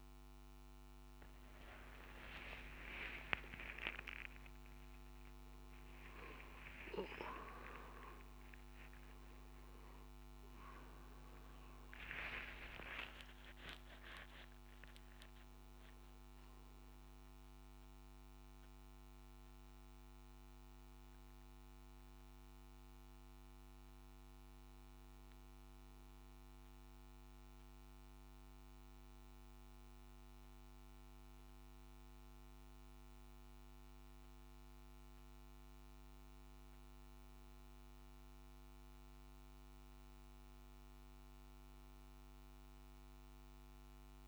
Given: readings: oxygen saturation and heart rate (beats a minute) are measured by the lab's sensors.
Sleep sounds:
breathing in sleep by a microphone on the trachea; none
1.00-7.00 s: tachycardia (device-marked, heart rate 60 before, 118 extreme)
3.50-5.50 s: long interval between heartbeats (device-marked, heart rate 63 before, 80 extreme)
7.50-9.50 s: long interval between heartbeats (device-marked, heart rate 71 before, 122 extreme)
12.00-14.00 s: long interval between heartbeats (device-marked, heart rate 83 before, 97 extreme)
From the record:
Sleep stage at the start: N1 (lightest sleep); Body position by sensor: on the back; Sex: male

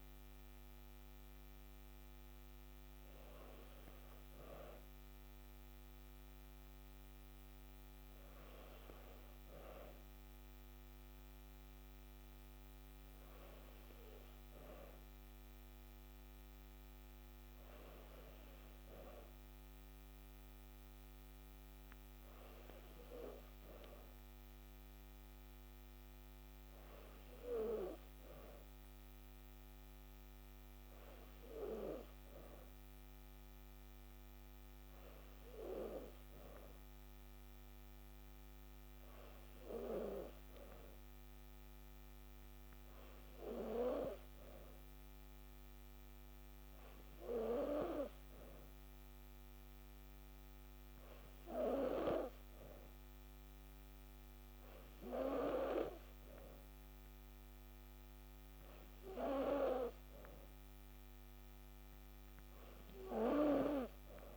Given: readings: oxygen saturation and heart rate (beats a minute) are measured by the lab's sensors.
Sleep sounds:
breathing in sleep by a microphone on the trachea; none
none scored
From the record:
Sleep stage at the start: N3 (deep sleep); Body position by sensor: on the back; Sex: female

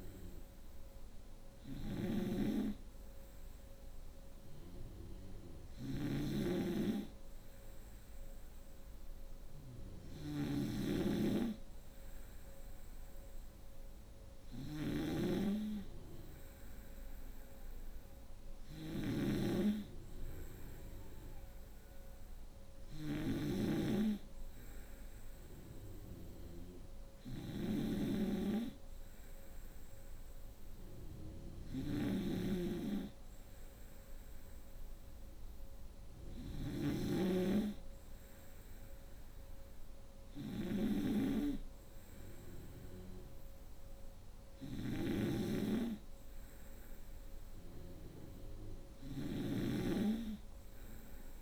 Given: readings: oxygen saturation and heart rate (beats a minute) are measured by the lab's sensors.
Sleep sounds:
breathing in sleep by a room microphone; none
0.00-51.42 s: snoring (device-marked)
From the record:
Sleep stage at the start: N3 (deep sleep); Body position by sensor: on the right side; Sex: female

